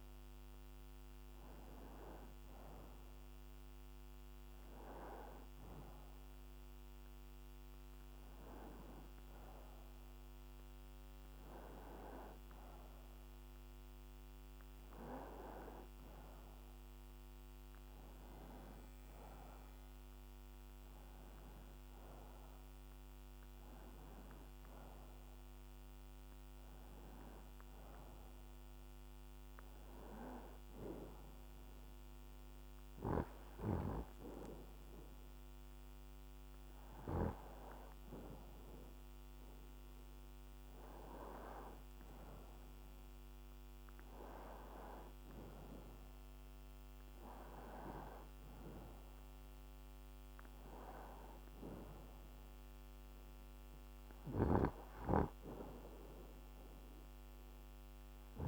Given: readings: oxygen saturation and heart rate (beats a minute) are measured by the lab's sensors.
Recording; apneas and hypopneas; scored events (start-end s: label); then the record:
breathing in sleep by a microphone on the trachea; none
0.00-6.00 s: oxygen desaturation (device-marked, oxygen 90% lowest, heart rate 83 extreme)
9.00-58.48 s: new sleep stage, N2 (light sleep)
From the record:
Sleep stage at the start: N1 (lightest sleep); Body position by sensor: on the left side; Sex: male